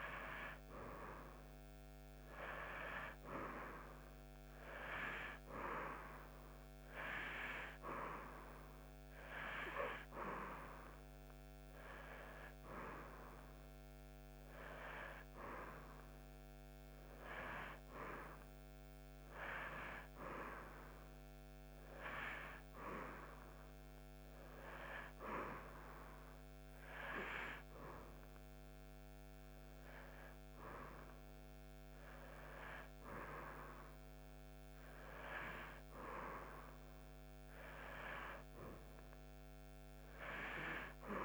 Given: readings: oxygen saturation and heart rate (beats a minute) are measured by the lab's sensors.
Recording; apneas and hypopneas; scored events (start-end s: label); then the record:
breathing in sleep by a microphone on the trachea; none
none scored
From the record:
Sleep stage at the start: N2 (light sleep); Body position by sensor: on the back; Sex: female